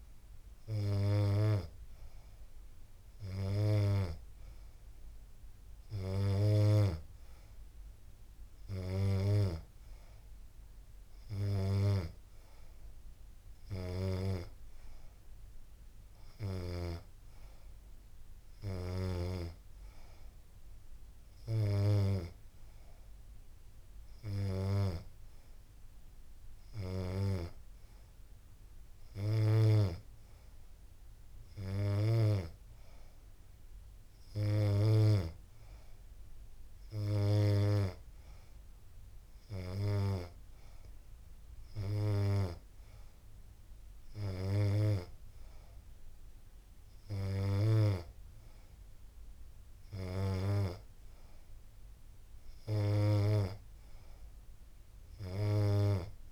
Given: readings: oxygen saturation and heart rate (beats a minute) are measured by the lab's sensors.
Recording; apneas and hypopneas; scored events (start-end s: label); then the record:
breathing in sleep by a room microphone; none
none scored
From the record:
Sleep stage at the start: N2 (light sleep); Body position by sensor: on the back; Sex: female